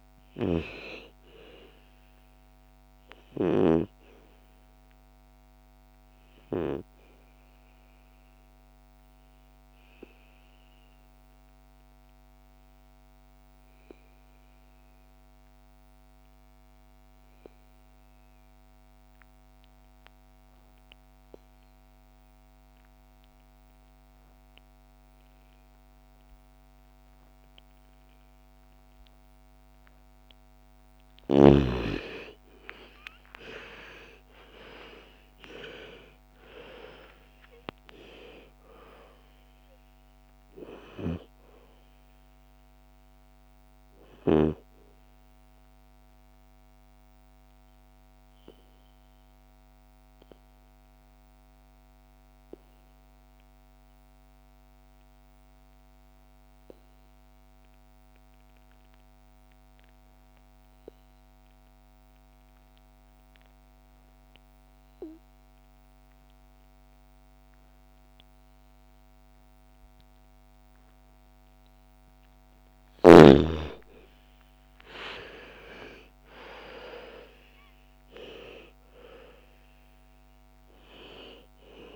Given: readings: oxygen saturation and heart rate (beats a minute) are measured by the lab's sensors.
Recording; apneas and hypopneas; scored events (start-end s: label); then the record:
breathing in sleep by a microphone on the trachea; 2
1.00-12.00 s: oxygen desaturation (device-marked, oxygen 98% before, 90% lowest, heart rate 60 before, 55 extreme)
6.50-29.00 s: obstructive apnea (oxygen 99% before, 79% lowest, heart rate 62 before, 55 extreme, up 15 after)
25.00-54.00 s: oxygen desaturation (device-marked, oxygen 98% before, 80% lowest, heart rate 59 before, 55 extreme)
31.50-35.50 s: arousal
46.00-72.00 s: obstructive apnea (oxygen 98% before, 79% lowest, heart rate 66 before, 55 extreme, up 16 after)
71.00-81.96 s: oxygen desaturation (device-marked, oxygen 98% before, 79% lowest, heart rate 59 before, 55 extreme)
74.00-78.00 s: arousal
From the record:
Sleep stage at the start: N2 (light sleep); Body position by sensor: on the back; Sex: female